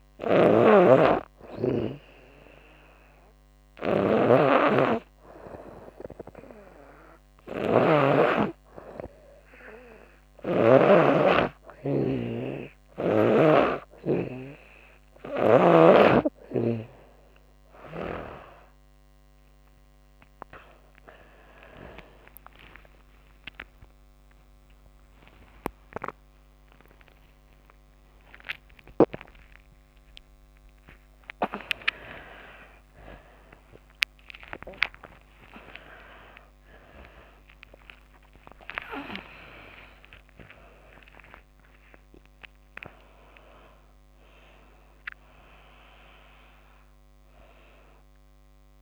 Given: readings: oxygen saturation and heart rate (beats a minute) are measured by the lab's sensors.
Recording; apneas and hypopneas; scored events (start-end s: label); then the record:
breathing in sleep by a microphone on the trachea; none
0.00-10.00 s: snoring (device-marked)
20.00-24.50 s: arousal
37.50-41.50 s: arousal
From the record:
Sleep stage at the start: N2 (light sleep); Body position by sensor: on the back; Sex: female